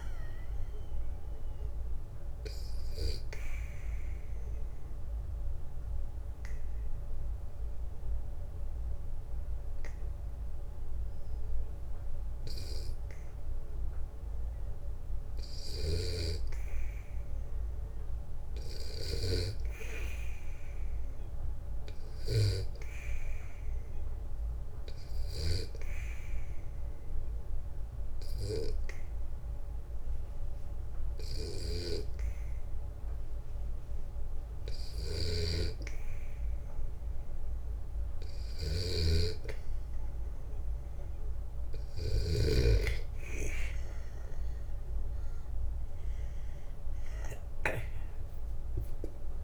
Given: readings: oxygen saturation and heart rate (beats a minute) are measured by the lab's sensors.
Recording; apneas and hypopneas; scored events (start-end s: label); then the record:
breathing in sleep by a room microphone; 2
2.00-13.50 s: obstructive apnea (oxygen 95% before, 91% lowest, heart rate 65 before, 62 extreme, up 2 after)
15.00-25.00 s: snoring (device-marked)
16.00-18.50 s: arousal
25.00-38.50 s: obstructive apnea (oxygen 94% before, 91% lowest, heart rate 65 before, 63 extreme, up 3 after)
31.00-42.00 s: snoring (device-marked)
32.50-42.50 s: oxygen desaturation (device-marked, oxygen 95% before, 91% lowest, heart rate 65 before, 61 extreme)
44.00-47.50 s: arousal
From the record:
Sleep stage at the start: N2 (light sleep); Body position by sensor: on the back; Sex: male